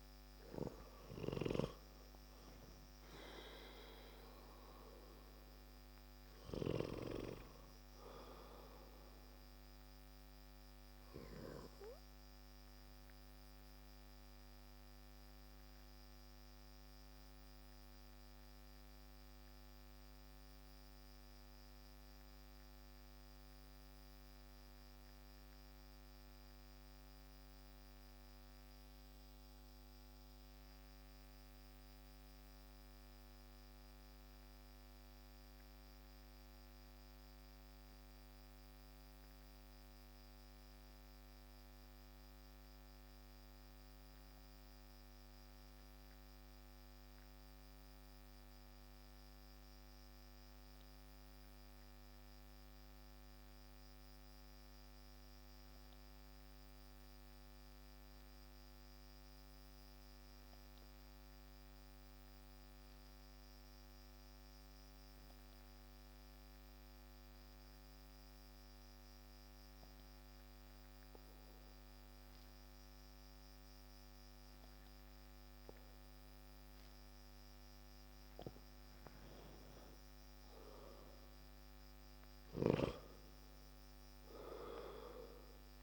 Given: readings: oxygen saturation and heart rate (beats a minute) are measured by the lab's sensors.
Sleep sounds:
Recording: breathing in sleep by a microphone on the trachea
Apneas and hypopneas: 1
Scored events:
0.00-1.00 s: oxygen desaturation (device-marked, oxygen 94% lowest)
10.00-78.00 s: obstructive apnea (oxygen 98% before, 90% lowest)
69.00-85.83 s: oxygen desaturation (device-marked, oxygen 98% before, 91% lowest)
80.00-84.50 s: arousal
From the record:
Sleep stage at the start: N2 (light sleep)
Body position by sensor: on the back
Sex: male

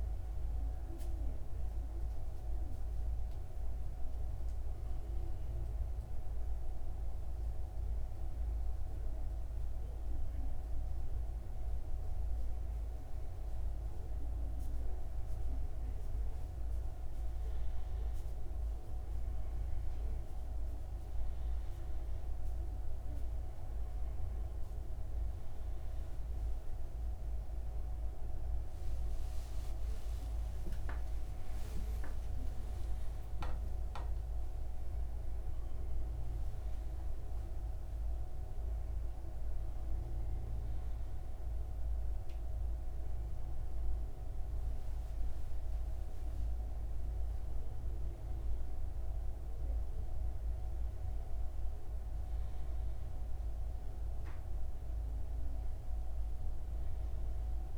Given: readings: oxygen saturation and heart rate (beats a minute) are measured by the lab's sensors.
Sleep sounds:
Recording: breathing in sleep, hard to hear, by a room microphone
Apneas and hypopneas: none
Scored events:
28.00-32.50 s: arousal
From the record:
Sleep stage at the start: N1 (lightest sleep)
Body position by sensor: on the right side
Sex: male

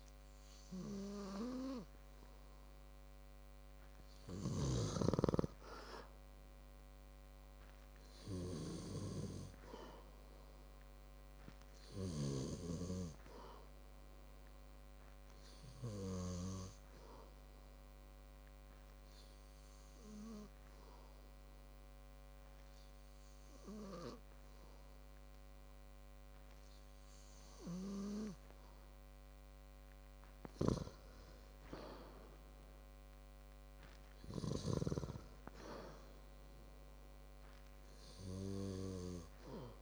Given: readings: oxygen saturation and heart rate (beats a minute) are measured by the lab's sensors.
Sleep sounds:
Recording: breathing in sleep by a microphone on the trachea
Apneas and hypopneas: 1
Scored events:
8.50-24.50 s: hypopnea (oxygen 98% before, 93% lowest, heart rate 58 before, 57 extreme, up 2 after)
27.50-30.00 s: arousal
33.50-39.82 s: oxygen desaturation (device-marked, oxygen 97% before, 93% lowest, heart rate 59 before, 52 extreme)
From the record:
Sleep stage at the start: N2 (light sleep)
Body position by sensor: on the back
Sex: male

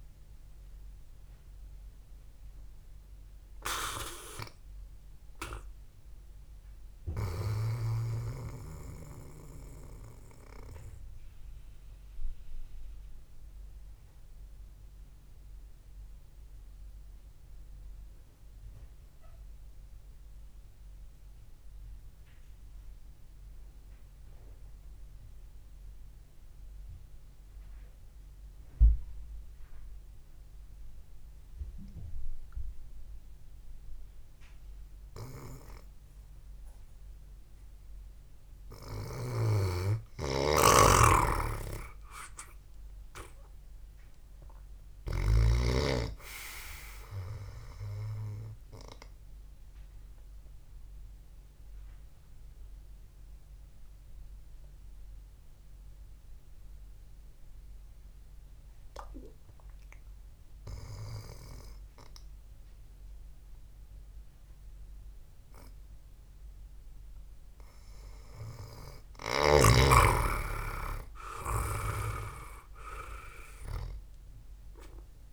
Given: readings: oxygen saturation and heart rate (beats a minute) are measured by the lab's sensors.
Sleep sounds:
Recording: breathing in sleep by a room microphone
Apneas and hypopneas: 2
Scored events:
0.00-19.00 s: oxygen desaturation (device-marked, oxygen 87% lowest, heart rate 57 extreme)
11.00-38.00 s: mixed apnea (oxygen 97% before, 87% lowest, heart rate 63 before, 63 extreme, up 2 after)
38.00-66.00 s: oxygen desaturation (device-marked, oxygen 98% before, 90% lowest, heart rate 68 before, 54 extreme)
40.50-43.50 s: arousal
41.00-46.50 s: snoring (device-marked)
52.00-69.50 s: hypopnea (oxygen 99% before, 88% lowest, heart rate 66 before, 54 extreme, up 5 after)
71.00-74.50 s: arousal
From the record:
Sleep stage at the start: N2 (light sleep)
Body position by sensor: on the back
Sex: male

